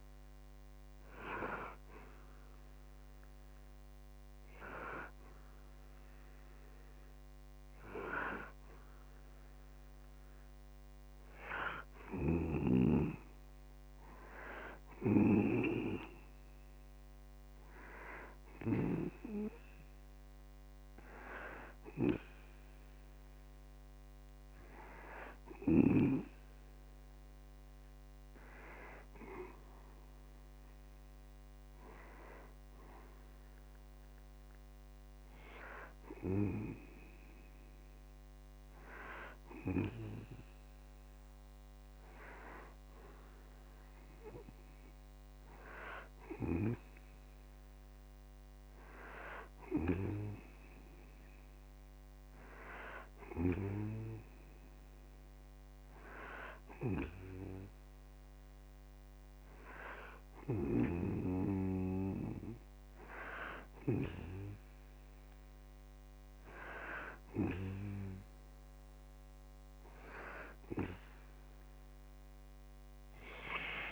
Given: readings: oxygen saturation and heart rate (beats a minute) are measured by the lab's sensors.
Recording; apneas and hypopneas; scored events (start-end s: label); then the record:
breathing in sleep by a microphone on the trachea; none
0.00-5.50 s: oxygen desaturation (device-marked, oxygen 90% lowest, heart rate 52 extreme)
From the record:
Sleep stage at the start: N2 (light sleep); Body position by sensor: on the back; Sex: male